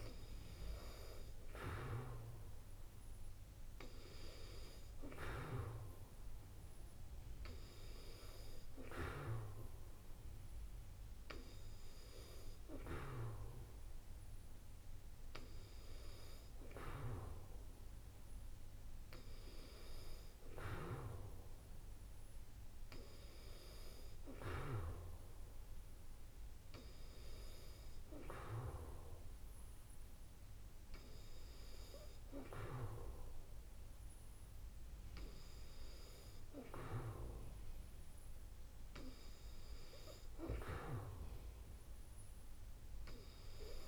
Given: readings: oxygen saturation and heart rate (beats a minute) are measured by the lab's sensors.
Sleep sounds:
breathing in sleep by a room microphone; none
none scored
From the record:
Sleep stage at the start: N2 (light sleep); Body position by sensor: on the back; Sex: female

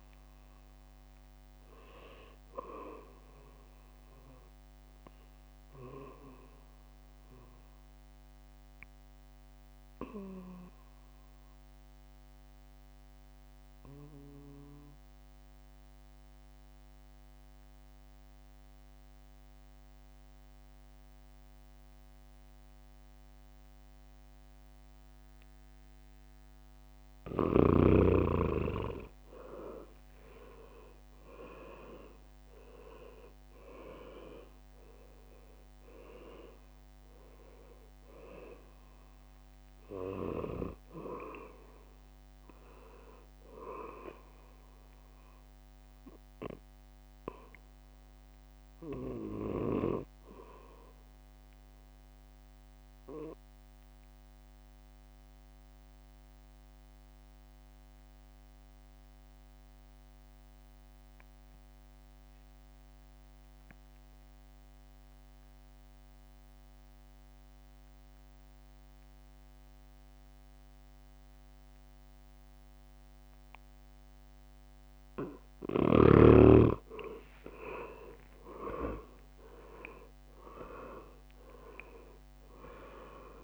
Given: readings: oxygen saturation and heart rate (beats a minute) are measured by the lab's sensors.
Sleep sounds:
breathing in sleep by a microphone on the trachea; 2
0.00-2.50 s: drop in pulse transit time (device-marked, heart rate 66 extreme)
0.00-16.50 s: oxygen desaturation (device-marked, oxygen 90% lowest, heart rate 58 extreme)
5.00-27.00 s: obstructive apnea (oxygen 99% before, 90% lowest, heart rate 71 before, 58 extreme, up 14 after)
29.50-42.50 s: drop in pulse transit time (device-marked, heart rate 61 before, 66 extreme)
30.00-34.50 s: arousal
30.50-35.00 s: leg movement (device-marked)
32.50-55.50 s: oxygen desaturation (device-marked, oxygen 100% before, 95% lowest, heart rate 62 before, 59 extreme)
52.00-74.50 s: obstructive apnea (oxygen 100% before, 89% lowest, heart rate 68 before, 59 extreme, up 15 after)
63.00-64.50 s: leg movement (device-marked)
70.50-83.44 s: oxygen desaturation (device-marked, oxygen 99% before, 89% lowest, heart rate 64 before, 57 extreme)
77.50-82.50 s: arousal
78.50-83.44 s: drop in pulse transit time (device-marked, heart rate 62 before, 65 extreme)
From the record:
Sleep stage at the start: N2 (light sleep); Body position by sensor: on the back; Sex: male

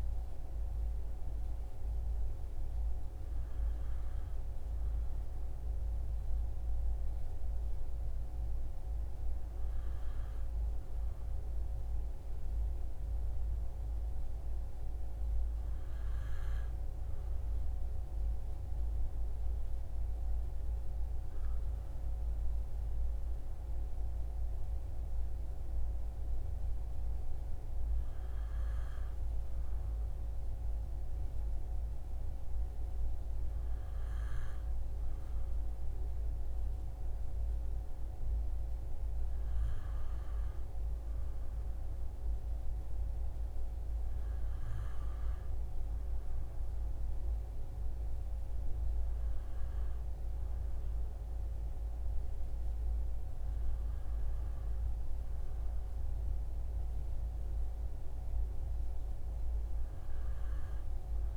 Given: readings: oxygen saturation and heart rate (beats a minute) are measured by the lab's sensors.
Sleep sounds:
breathing in sleep, hard to hear, by a room microphone; none
none scored
From the record:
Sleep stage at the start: N2 (light sleep); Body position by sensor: on the back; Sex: male

